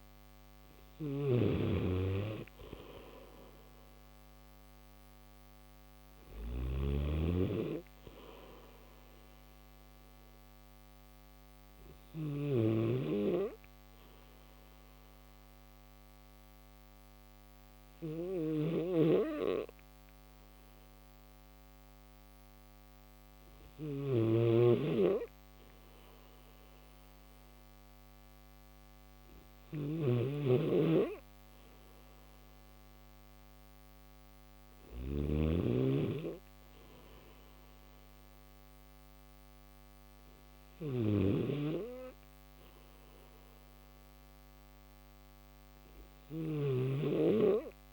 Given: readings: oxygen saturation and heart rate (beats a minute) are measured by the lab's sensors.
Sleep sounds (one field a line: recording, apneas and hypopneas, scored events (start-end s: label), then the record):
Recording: breathing in sleep by a microphone on the trachea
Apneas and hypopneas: 1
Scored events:
0.00-12.00 s: snoring (device-marked)
13.00-24.00 s: obstructive apnea (oxygen 96% before, 92% lowest, heart rate 75 before, 74 extreme, up 3 after)
18.00-47.93 s: snoring (device-marked)
From the record:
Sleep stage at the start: N1 (lightest sleep)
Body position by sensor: on the back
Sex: male